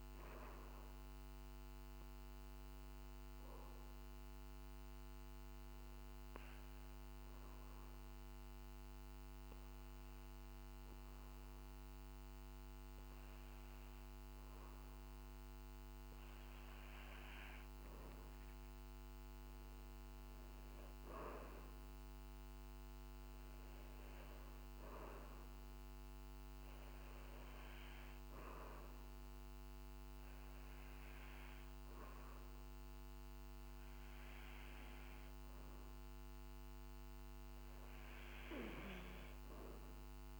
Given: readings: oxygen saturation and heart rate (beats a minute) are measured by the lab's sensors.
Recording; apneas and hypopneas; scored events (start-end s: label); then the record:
breathing in sleep, hard to hear, by a microphone on the trachea; 1
1.00-16.00 s: hypopnea (oxygen 95% before, 94% lowest, heart rate 51 before, 48 extreme, up 5 after)
18.50-22.00 s: arousal
From the record:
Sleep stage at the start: N2 (light sleep); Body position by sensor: on the back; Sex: male